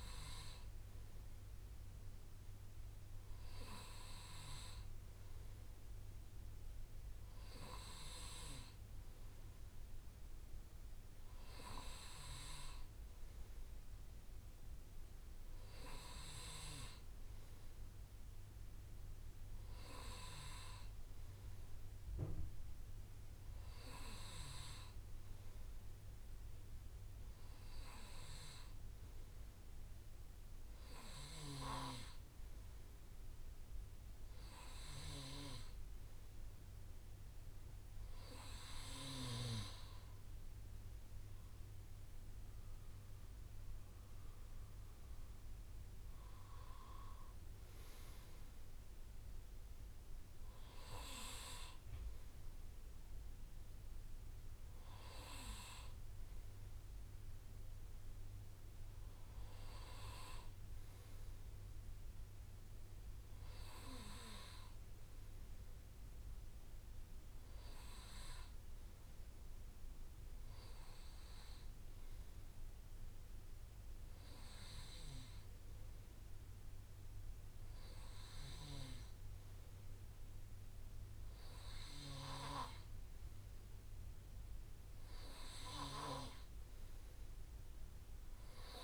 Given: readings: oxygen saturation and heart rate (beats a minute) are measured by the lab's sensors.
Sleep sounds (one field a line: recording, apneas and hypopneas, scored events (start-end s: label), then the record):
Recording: breathing in sleep by a room microphone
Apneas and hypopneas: none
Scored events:
15.00-17.00 s: long interval between heartbeats (device-marked, heart rate 59 before, 58 extreme)
18.00-20.00 s: long interval between heartbeats (device-marked, heart rate 59 before, 49 extreme)
26.00-28.00 s: long interval between heartbeats (device-marked, heart rate 56 before, 59 extreme)
From the record:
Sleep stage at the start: N2 (light sleep)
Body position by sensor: on the right side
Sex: male